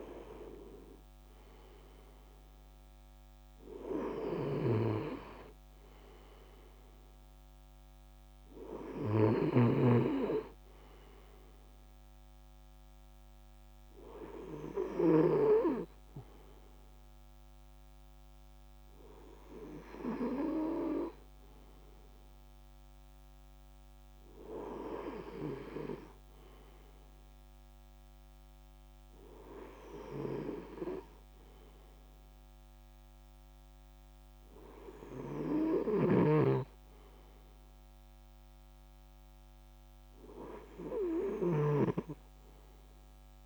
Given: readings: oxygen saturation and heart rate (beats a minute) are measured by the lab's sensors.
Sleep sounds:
breathing in sleep by a microphone on the trachea; none
none scored
From the record:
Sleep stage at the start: REM sleep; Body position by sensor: on the right side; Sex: male

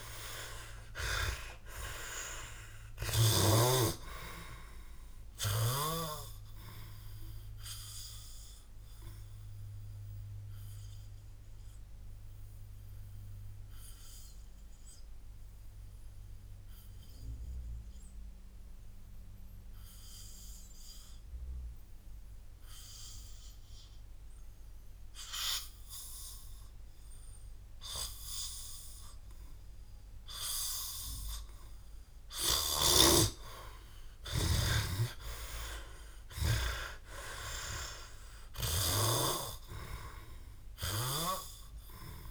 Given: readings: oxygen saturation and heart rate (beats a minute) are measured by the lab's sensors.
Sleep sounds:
breathing in sleep by a room microphone; 1
0.00-2.50 s: arousal
8.50-11.50 s: oxygen desaturation (device-marked, oxygen 97% before, 91% lowest, heart rate 63 before, 56 extreme)
10.50-27.50 s: obstructive apnea (oxygen 97% before, 91% lowest, heart rate 63 before, 56 extreme, up 16 after)
32.50-37.00 s: arousal
32.50-41.00 s: snoring (device-marked)
40.50-42.31 s: oxygen desaturation (device-marked, oxygen 97% before, 93% lowest, heart rate 66 before, 54 extreme)
From the record:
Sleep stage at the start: N2 (light sleep); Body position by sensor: on the back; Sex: male

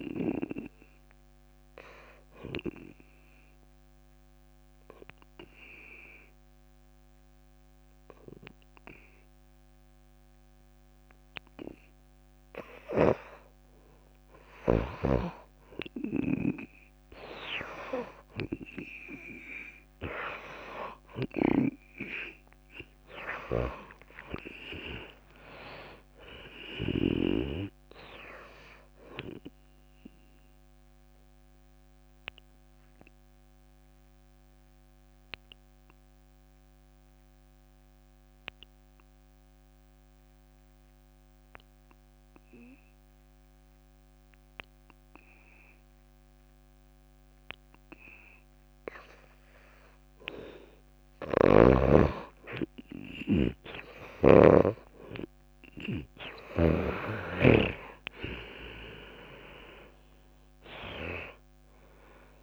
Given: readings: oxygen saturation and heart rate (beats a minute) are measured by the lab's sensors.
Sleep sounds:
breathing in sleep by a microphone on the trachea; 2
0.00-10.00 s: oxygen desaturation (device-marked, oxygen 90% lowest)
2.00-13.00 s: obstructive apnea (oxygen 98% before, 87% lowest)
21.00-34.00 s: oxygen desaturation (device-marked, oxygen 97% before, 90% lowest)
24.00-27.50 s: arousal
31.00-50.00 s: obstructive apnea (oxygen 97% before, 86% lowest)
48.00-62.42 s: new sleep stage, N2 (light sleep)
50.00-62.42 s: oxygen desaturation (device-marked, oxygen 98% before, 87% lowest)
51.50-55.00 s: snoring (device-marked)
53.50-58.00 s: arousal
From the record:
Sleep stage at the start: N1 (lightest sleep); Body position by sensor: on the back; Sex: female

